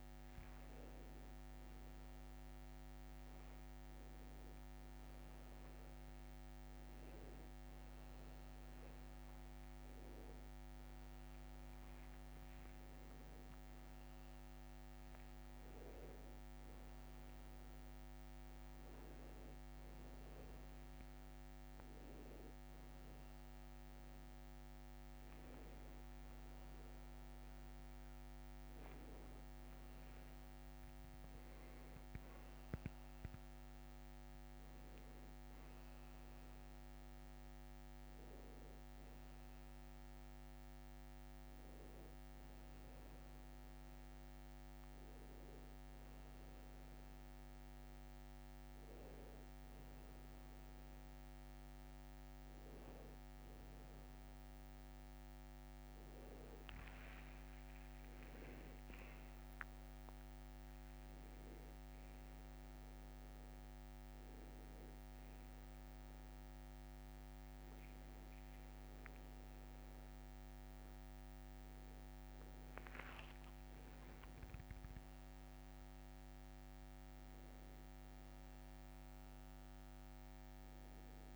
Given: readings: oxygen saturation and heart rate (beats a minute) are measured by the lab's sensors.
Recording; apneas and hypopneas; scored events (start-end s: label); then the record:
a person awake in a sleep study, hard to hear, by a microphone on the trachea; none
2.00-4.00 s: long interval between heartbeats (device-marked, heart rate 65 before, 74 extreme)
8.00-19.00 s: tachycardia (device-marked, heart rate 72 before, 126 extreme)
10.50-12.50 s: long interval between heartbeats (device-marked, heart rate 68 before, 97 extreme)
16.50-18.50 s: long interval between heartbeats (device-marked, heart rate 81 before, 110 extreme)
24.00-30.00 s: tachycardia (device-marked, heart rate 73 before, 117 extreme)
26.50-28.50 s: long interval between heartbeats (device-marked, heart rate 98 before, 89 extreme)
29.00-31.00 s: long interval between heartbeats (device-marked, heart rate 103 before, 117 extreme)
57.50-59.50 s: long interval between heartbeats (device-marked, heart rate 63 before, 68 extreme)
From the record:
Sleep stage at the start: awake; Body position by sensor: on the back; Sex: male